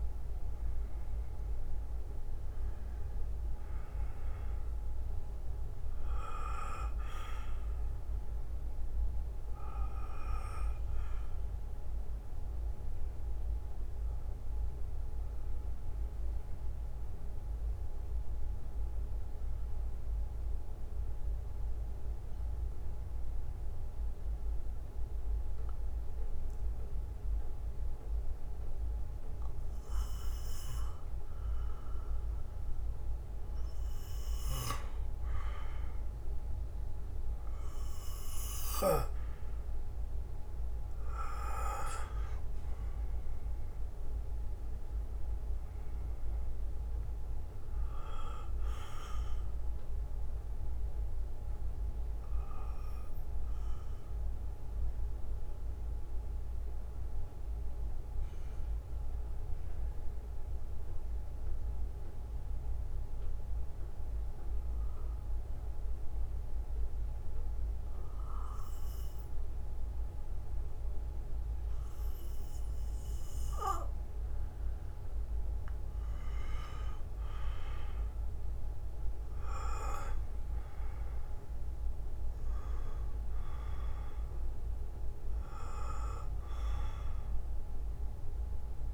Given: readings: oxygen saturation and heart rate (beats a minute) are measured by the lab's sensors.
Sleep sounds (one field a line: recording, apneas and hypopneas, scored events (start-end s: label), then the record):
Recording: breathing in sleep by a room microphone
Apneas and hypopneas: 2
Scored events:
0.00-4.00 s: arousal
9.50-15.50 s: bradycardia (device-marked, heart rate 59 before, 50 extreme)
16.50-22.50 s: bradycardia (device-marked, heart rate 59 before, 53 extreme)
19.00-33.50 s: mixed apnea (oxygen 97% before, 89% lowest, heart rate 63 before, 50 extreme, up 8 after)
19.50-32.50 s: oxygen desaturation (device-marked, oxygen 95% before, 90% lowest, heart rate 63 before, 56 extreme)
24.50-34.50 s: bradycardia (device-marked, heart rate 59 before, 56 extreme)
43.50-48.00 s: arousal
48.50-64.50 s: bradycardia (device-marked, heart rate 59 before, 46 extreme)
55.00-74.50 s: mixed apnea (oxygen 97% before, 89% lowest, heart rate 62 before, 48 extreme, up 12 after)
61.50-75.50 s: oxygen desaturation (device-marked, oxygen 95% before, 89% lowest, heart rate 59 before, 52 extreme)
77.00-81.00 s: arousal
From the record:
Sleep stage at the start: N2 (light sleep)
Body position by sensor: on the back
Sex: male